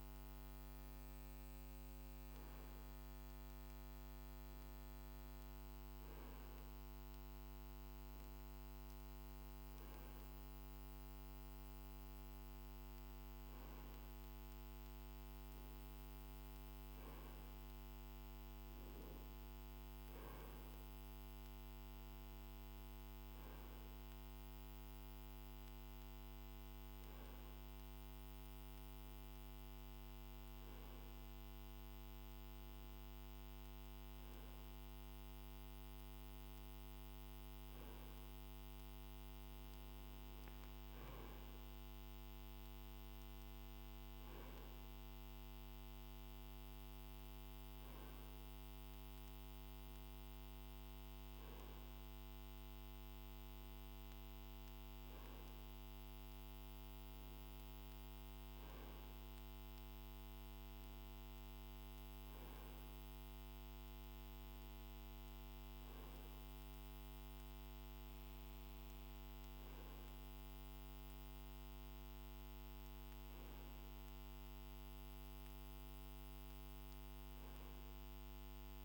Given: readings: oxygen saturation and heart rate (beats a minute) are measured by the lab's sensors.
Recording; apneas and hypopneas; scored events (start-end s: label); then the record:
breathing in sleep, hard to hear, by a microphone on the trachea; none
none scored
From the record:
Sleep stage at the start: N2 (light sleep); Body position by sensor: on the right side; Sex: male